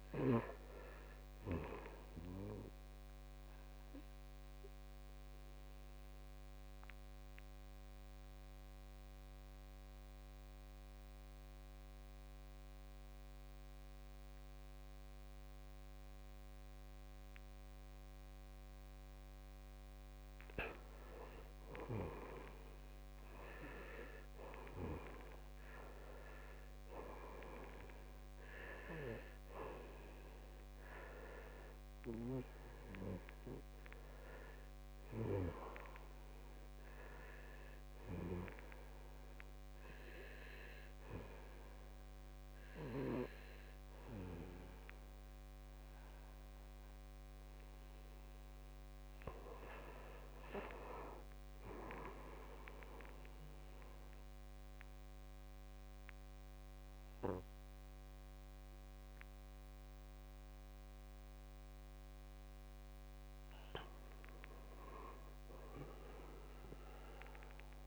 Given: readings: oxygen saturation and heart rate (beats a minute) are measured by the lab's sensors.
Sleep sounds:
breathing in sleep by a microphone on the trachea; 2
3.00-20.00 s: obstructive apnea (oxygen 97% before, 87% lowest, heart rate 62 before, 59 extreme, up 9 after)
6.50-17.50 s: oxygen desaturation (device-marked, oxygen 96% before, 93% lowest, heart rate 62 before, 59 extreme)
19.50-43.50 s: oxygen desaturation (device-marked, oxygen 96% before, 87% lowest, heart rate 61 before, 56 extreme)
21.50-25.00 s: arousal
39.00-49.00 s: obstructive apnea (oxygen 96% before, 93% lowest, heart rate 66 before, 56 extreme, up 5 after)
52.00-55.50 s: arousal
From the record:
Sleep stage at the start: N2 (light sleep); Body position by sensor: on the back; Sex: male

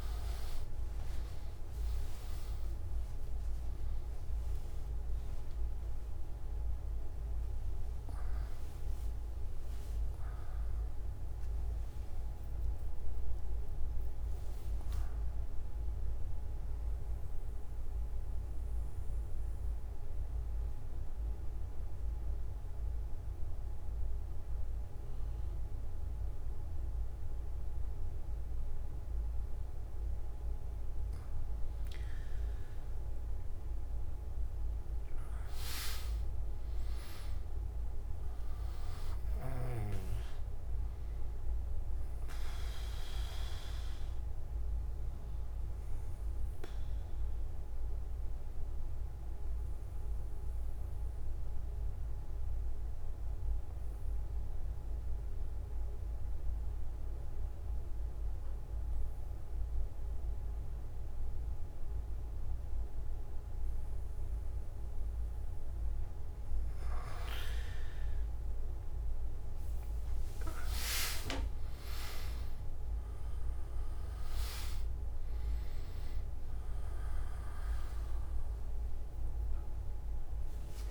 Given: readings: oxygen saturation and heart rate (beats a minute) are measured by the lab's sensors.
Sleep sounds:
breathing in sleep by a room microphone; 2
0.00-6.00 s: oxygen desaturation (device-marked, oxygen 99% before, 95% lowest)
16.50-31.00 s: central apnea (oxygen 99% before, 94% lowest)
41.00-58.00 s: oxygen desaturation (device-marked, oxygen 100% before, 96% lowest)
44.50-66.00 s: obstructive apnea (oxygen 100% before, 94% lowest)
From the record:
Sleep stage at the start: N1 (lightest sleep); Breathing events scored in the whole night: 235 in 4.8 hours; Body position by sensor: on the back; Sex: male

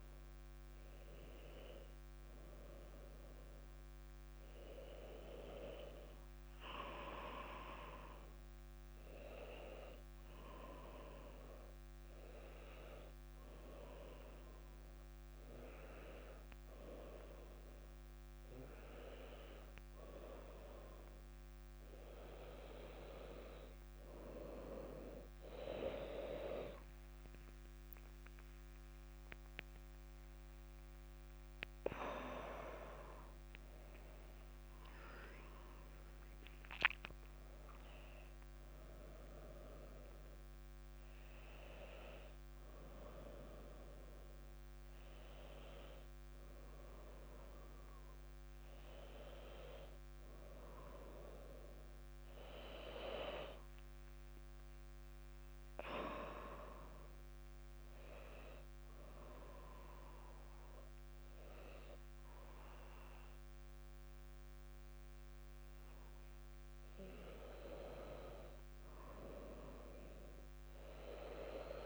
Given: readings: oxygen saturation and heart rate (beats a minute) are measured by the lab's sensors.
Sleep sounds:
breathing in sleep by a microphone on the trachea; 1
10.00-21.50 s: hypopnea (oxygen 98% before, 95% lowest, heart rate 62 before, 61 extreme, up 2 after)
27.00-38.00 s: drop in pulse transit time (device-marked, heart rate 62 before, 62 extreme)
28.00-34.00 s: arousal
55.00-71.85 s: new sleep stage, N2 (light sleep)
From the record:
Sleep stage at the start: N1 (lightest sleep); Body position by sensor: on the back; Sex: female

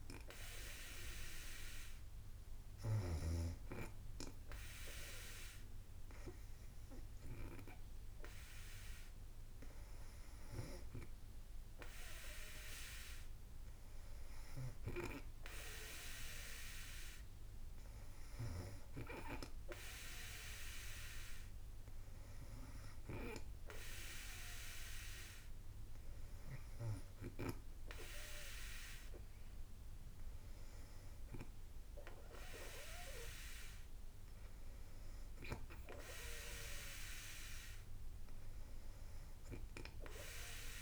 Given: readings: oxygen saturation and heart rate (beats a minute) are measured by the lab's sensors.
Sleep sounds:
breathing in sleep by a room microphone; none
none scored
From the record:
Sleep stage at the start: N2 (light sleep); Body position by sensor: on the back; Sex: female

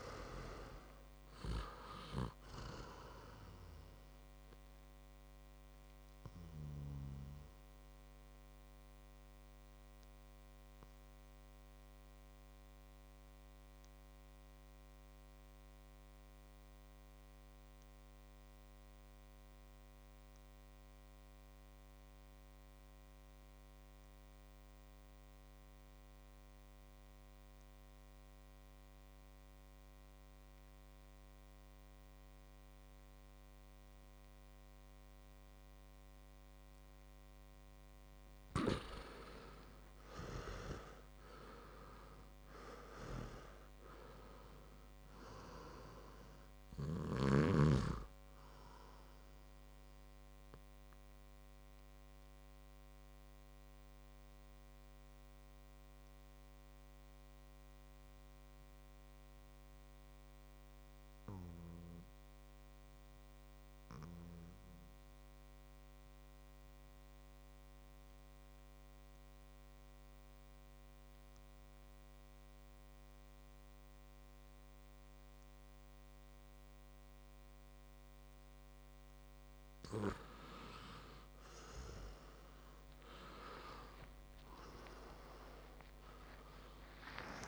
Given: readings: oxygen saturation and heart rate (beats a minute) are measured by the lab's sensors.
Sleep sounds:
breathing in sleep by a microphone on the trachea; 2
0.00-23.50 s: oxygen desaturation (device-marked, oxygen 83% lowest, heart rate 54 extreme)
5.00-37.00 s: obstructive apnea (oxygen 100% before, 83% lowest, heart rate 60 before, 54 extreme, up 12 after)
37.50-64.50 s: oxygen desaturation (device-marked, oxygen 100% before, 83% lowest, heart rate 58 before, 55 extreme)
39.00-42.50 s: arousal
50.50-79.00 s: obstructive apnea (oxygen 100% before, 83% lowest, heart rate 63 before, 55 extreme, up 23 after)
81.50-87.48 s: oxygen desaturation (device-marked, oxygen 99% before, 90% lowest, heart rate 57 before, 55 extreme)
83.50-87.00 s: arousal
From the record:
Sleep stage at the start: REM sleep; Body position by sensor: on the back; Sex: male

